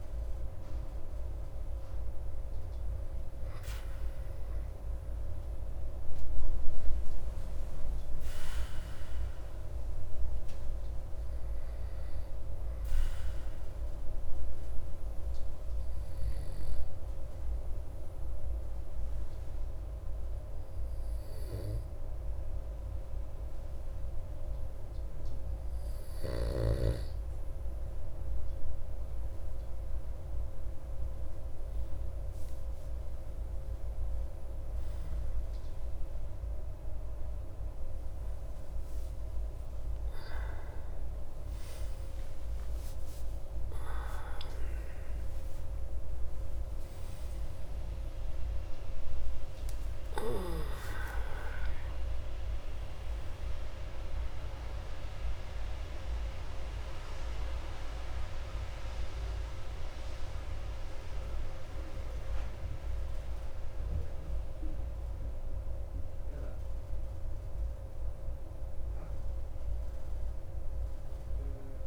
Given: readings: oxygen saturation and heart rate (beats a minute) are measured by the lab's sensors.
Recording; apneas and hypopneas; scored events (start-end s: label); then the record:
a person awake in a sleep study, by a room microphone; 1
0.00-15.50 s: oxygen desaturation (device-marked, oxygen 94% lowest)
11.00-28.00 s: hypopnea (oxygen 98% before, 94% lowest)
20.50-71.87 s: new sleep stage, awake
From the record:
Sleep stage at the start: N2 (light sleep); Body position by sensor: on the back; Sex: male